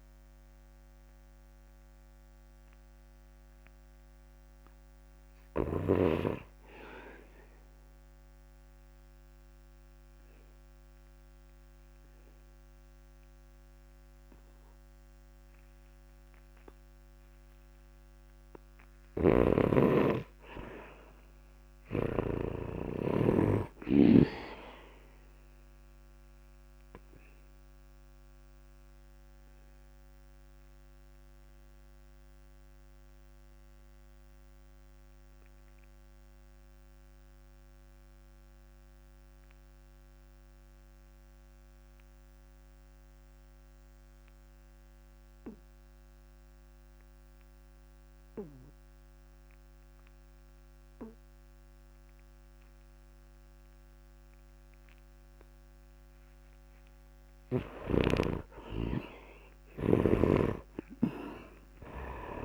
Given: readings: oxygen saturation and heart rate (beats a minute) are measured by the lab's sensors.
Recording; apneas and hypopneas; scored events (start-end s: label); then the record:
breathing in sleep by a microphone on the trachea; 2
2.00-5.50 s: arousal
7.50-19.00 s: obstructive apnea (oxygen 98% before, 77% lowest, heart rate 69 before, 61 extreme, up 2 after)
14.50-46.50 s: oxygen desaturation (device-marked, oxygen 98% before, 87% lowest, heart rate 67 before, 52 extreme)
19.00-22.50 s: snoring (device-marked)
19.50-23.50 s: arousal
26.00-56.00 s: obstructive apnea (oxygen 98% before, 77% lowest, heart rate 63 before, 52 extreme, up 3 after)
52.50-62.45 s: oxygen desaturation (device-marked, oxygen 99% before, 77% lowest, heart rate 62 before, 52 extreme)
57.50-60.50 s: arousal
From the record:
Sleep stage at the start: N2 (light sleep); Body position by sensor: on the back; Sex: male